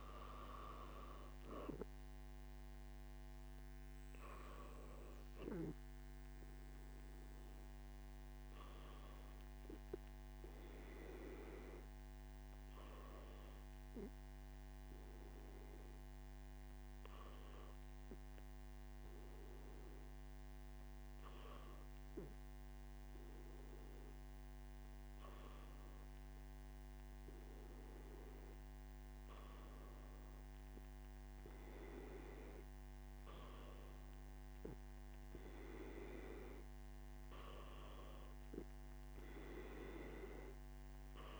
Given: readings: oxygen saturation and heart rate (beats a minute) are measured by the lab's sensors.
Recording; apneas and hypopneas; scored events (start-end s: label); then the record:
breathing in sleep by a microphone on the trachea; none
36.00-41.40 s: new sleep stage, N2 (light sleep)
From the record:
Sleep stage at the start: N1 (lightest sleep); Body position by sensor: on the back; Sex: male